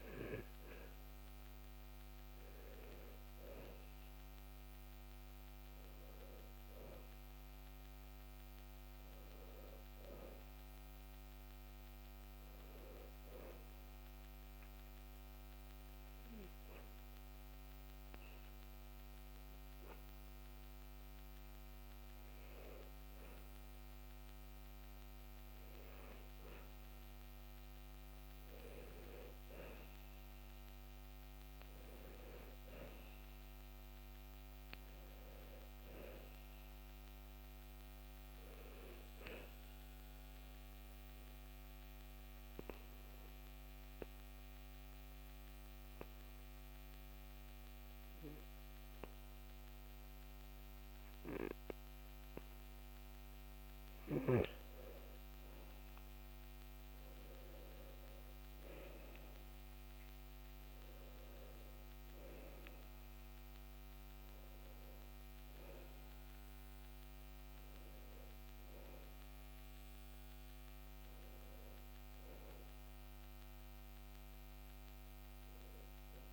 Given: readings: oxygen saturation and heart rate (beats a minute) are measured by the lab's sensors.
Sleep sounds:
breathing in sleep by a microphone on the trachea; 2
13.50-24.00 s: obstructive apnea (oxygen 96% before, 91% lowest, heart rate 70 before, 62 extreme, up 11 after)
25.00-30.50 s: arousal
39.50-54.00 s: obstructive apnea (oxygen 95% before, 91% lowest, heart rate 80 before, 62 extreme, up 10 after)
56.00-60.50 s: arousal
From the record:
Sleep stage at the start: N2 (light sleep); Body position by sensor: on the back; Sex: male

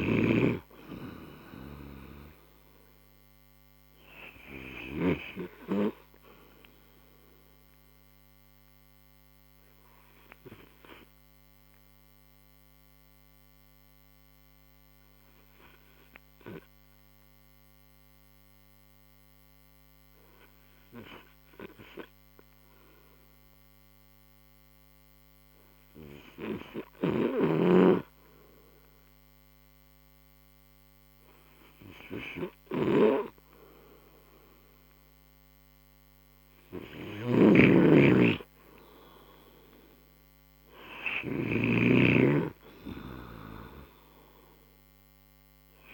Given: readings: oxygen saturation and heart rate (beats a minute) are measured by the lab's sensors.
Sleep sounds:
breathing in sleep by a microphone on the trachea; 1
8.00-21.50 s: obstructive apnea (oxygen 92% before, 89% lowest)
27.00-31.50 s: arousal
37.50-42.00 s: snoring (device-marked)
40.50-45.94 s: oxygen desaturation (device-marked, oxygen 99% before, 93% lowest)
From the record:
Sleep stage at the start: N2 (light sleep); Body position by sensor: on the right side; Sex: male

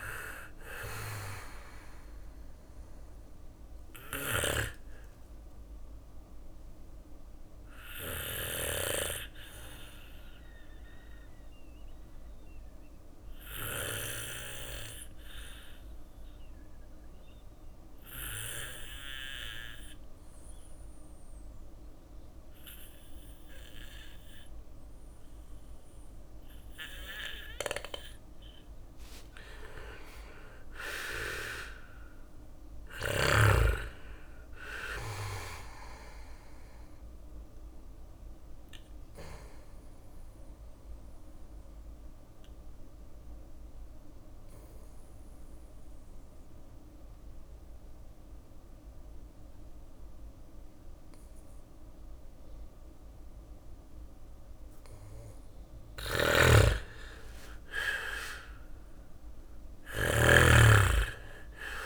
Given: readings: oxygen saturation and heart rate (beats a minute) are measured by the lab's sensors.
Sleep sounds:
breathing in sleep by a room microphone; 2
0.00-4.50 s: bradycardia (device-marked, heart rate 58 extreme)
0.00-5.50 s: drop in pulse transit time (device-marked, heart rate 58 extreme)
0.00-16.50 s: oxygen desaturation (device-marked, oxygen 93% lowest, heart rate 58 extreme)
3.00-7.50 s: snoring (device-marked)
4.00-25.00 s: obstructive apnea (oxygen 99% before, 92% lowest, heart rate 60 before, 57 extreme, up 2 after)
8.50-14.50 s: bradycardia (device-marked, heart rate 60 before, 59 extreme)
27.50-31.00 s: arousal
28.50-40.50 s: drop in pulse transit time (device-marked, heart rate 60 before, 58 extreme)
32.50-53.50 s: oxygen desaturation (device-marked, oxygen 98% before, 92% lowest, heart rate 60 before, 57 extreme)
36.50-52.50 s: bradycardia (device-marked, heart rate 60 before, 57 extreme)
36.50-53.50 s: obstructive apnea (oxygen 100% before, 92% lowest, heart rate 60 before, 57 extreme, up 5 after)
54.50-61.86 s: drop in pulse transit time (device-marked, heart rate 59 before, 59 extreme)
55.00-58.50 s: arousal
55.00-61.86 s: snoring (device-marked)
From the record:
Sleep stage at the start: N2 (light sleep); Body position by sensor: on the back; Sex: male

